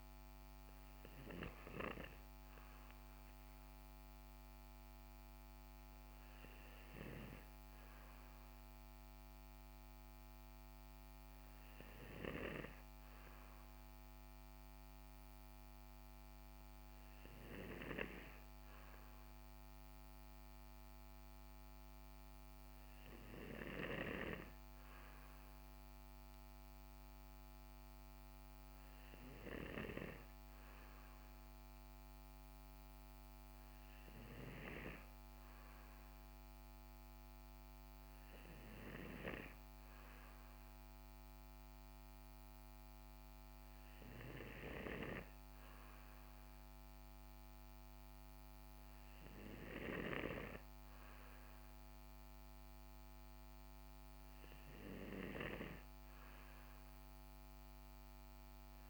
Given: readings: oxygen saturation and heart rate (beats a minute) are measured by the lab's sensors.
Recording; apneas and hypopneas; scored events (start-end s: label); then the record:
breathing in sleep by a microphone on the trachea; none
none scored
From the record:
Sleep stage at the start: N2 (light sleep); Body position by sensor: on the right side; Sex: male